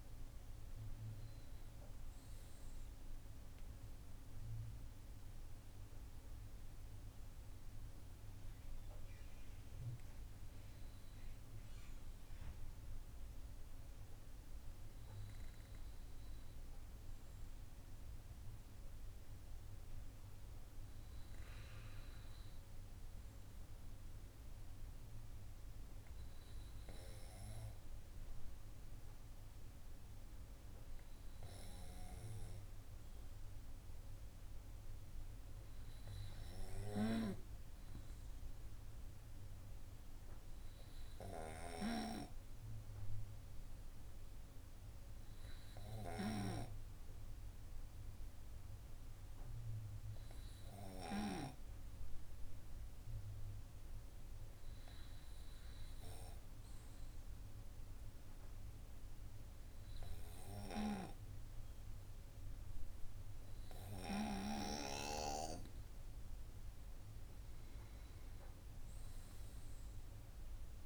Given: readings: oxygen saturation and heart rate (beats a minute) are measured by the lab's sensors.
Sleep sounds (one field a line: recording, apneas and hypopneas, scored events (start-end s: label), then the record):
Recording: breathing in sleep by a room microphone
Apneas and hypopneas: 1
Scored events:
14.50-63.50 s: hypopnea (oxygen 99% before, 96% lowest)
66.50-69.00 s: arousal
From the record:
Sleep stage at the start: N2 (light sleep)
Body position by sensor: on the right side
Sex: male